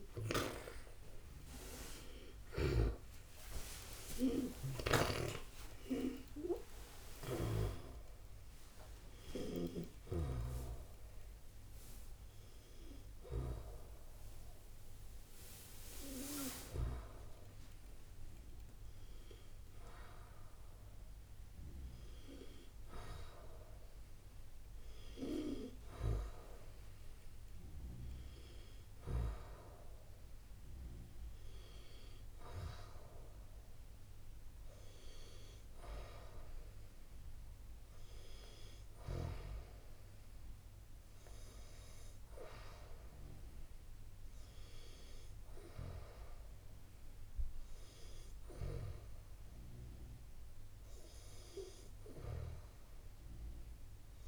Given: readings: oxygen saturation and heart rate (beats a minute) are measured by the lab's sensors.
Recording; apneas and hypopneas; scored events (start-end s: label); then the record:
breathing in sleep by a room microphone; none
1.50-5.00 s: arousal
From the record:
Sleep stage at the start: N2 (light sleep); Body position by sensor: on the back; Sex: female